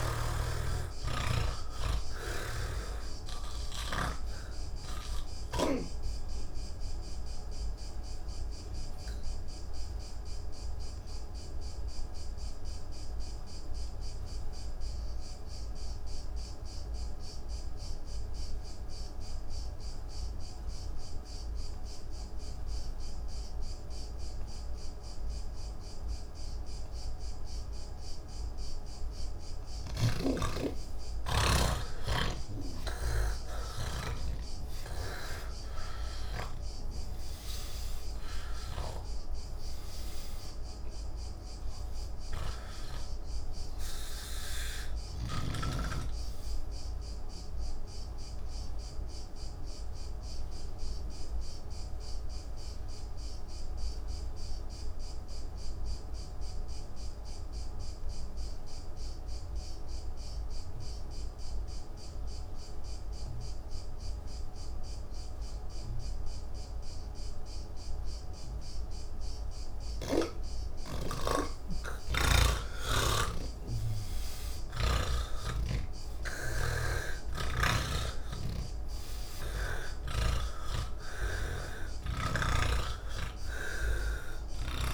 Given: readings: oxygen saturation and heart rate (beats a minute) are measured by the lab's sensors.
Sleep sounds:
breathing in sleep by a room microphone; 2
0.00-21.50 s: oxygen desaturation (device-marked, oxygen 78% lowest, heart rate 66 extreme)
2.50-6.00 s: snoring (device-marked)
8.00-29.00 s: obstructive apnea (oxygen 97% before, 78% lowest, heart rate 147 before, 66 extreme)
30.00-34.50 s: snoring (device-marked)
33.50-59.50 s: oxygen desaturation (device-marked, oxygen 97% before, 79% lowest, heart rate 102 before, 55 extreme)
48.50-69.00 s: obstructive apnea (oxygen 98% before, 79% lowest, heart rate 138 before, 55 extreme)
71.50-84.94 s: oxygen desaturation (device-marked, oxygen 98% before, 83% lowest, heart rate 123 before, 29 extreme)
From the record:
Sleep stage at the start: N1 (lightest sleep); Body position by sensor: on the back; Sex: male

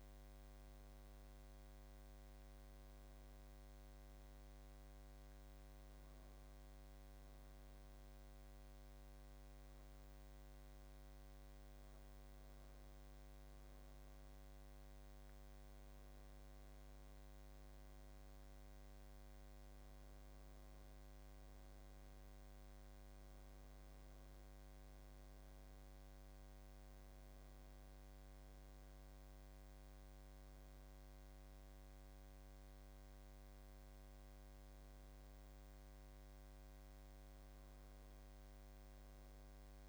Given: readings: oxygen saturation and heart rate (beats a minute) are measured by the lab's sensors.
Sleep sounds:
breathing in sleep, hard to hear, by a microphone on the trachea; none
none scored
From the record:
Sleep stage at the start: N2 (light sleep); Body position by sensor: on the back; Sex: male

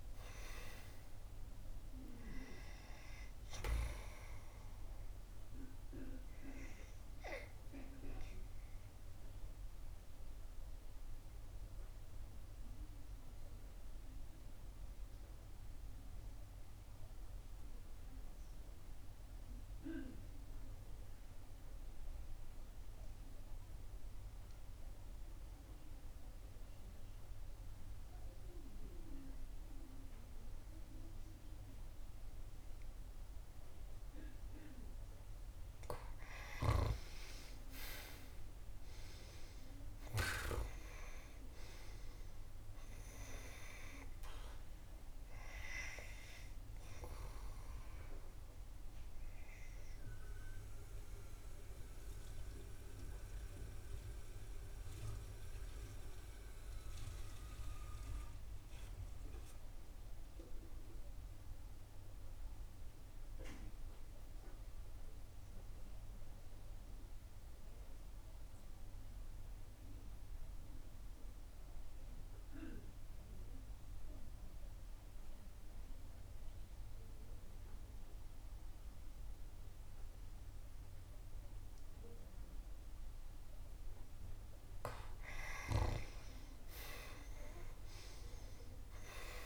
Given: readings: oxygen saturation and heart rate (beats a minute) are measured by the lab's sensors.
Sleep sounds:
breathing in sleep by a room microphone; 2
0.00-27.00 s: oxygen desaturation (device-marked, oxygen 80% lowest, heart rate 62 extreme)
8.50-35.00 s: obstructive apnea (oxygen 95% before, 80% lowest, heart rate 69 before, 61 extreme, up 6 after)
36.50-41.00 s: arousal
42.00-66.00 s: oxygen desaturation (device-marked, oxygen 96% before, 86% lowest, heart rate 65 before, 61 extreme)
48.00-84.50 s: obstructive apnea (oxygen 97% before, 84% lowest, heart rate 67 before, 61 extreme, up 9 after)
81.00-89.46 s: oxygen desaturation (device-marked, oxygen 97% before, 84% lowest, heart rate 64 before, 59 extreme)
86.50-89.46 s: arousal
From the record:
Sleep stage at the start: N2 (light sleep); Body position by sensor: on the back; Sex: female

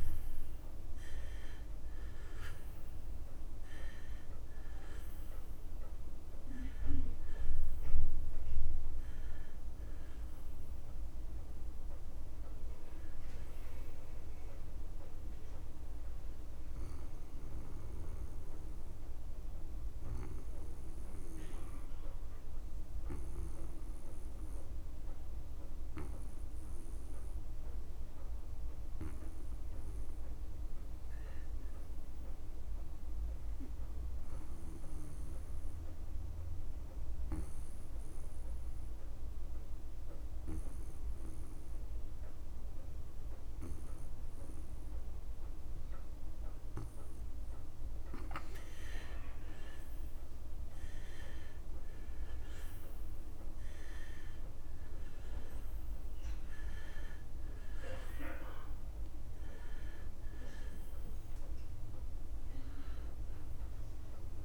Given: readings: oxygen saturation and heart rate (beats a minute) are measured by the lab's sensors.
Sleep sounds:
breathing in sleep by a room microphone; 2
0.00-1.00 s: arousal
0.00-29.00 s: oxygen desaturation (device-marked, oxygen 77% lowest)
15.00-29.00 s: obstructive apnea (oxygen 95% before, 77% lowest)
31.00-33.00 s: arousal
35.00-49.00 s: obstructive apnea (oxygen 99% before, 84% lowest)
48.00-64.45 s: oxygen desaturation (device-marked, oxygen 98% before, 84% lowest)
52.00-56.50 s: arousal
From the record:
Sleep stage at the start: N2 (light sleep); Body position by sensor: on the back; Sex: male

